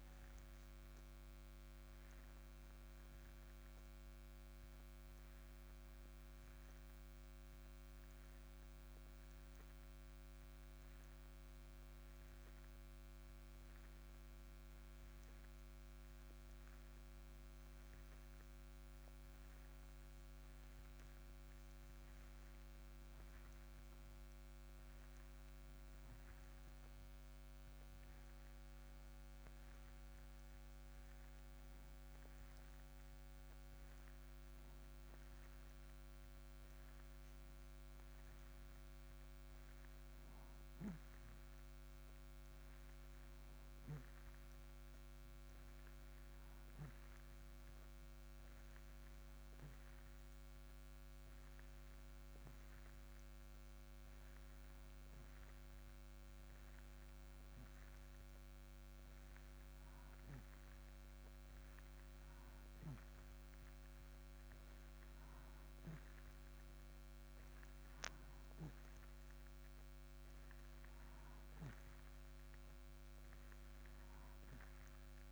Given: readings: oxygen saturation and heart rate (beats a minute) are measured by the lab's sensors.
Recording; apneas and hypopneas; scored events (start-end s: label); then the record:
breathing in sleep, hard to hear, by a microphone on the trachea; none
20.00-31.00 s: oxygen desaturation (device-marked, oxygen 92% before, 88% lowest, heart rate 64 before, 45 extreme)
67.00-70.50 s: arousal
From the record:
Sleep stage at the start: N2 (light sleep); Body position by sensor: on the back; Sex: male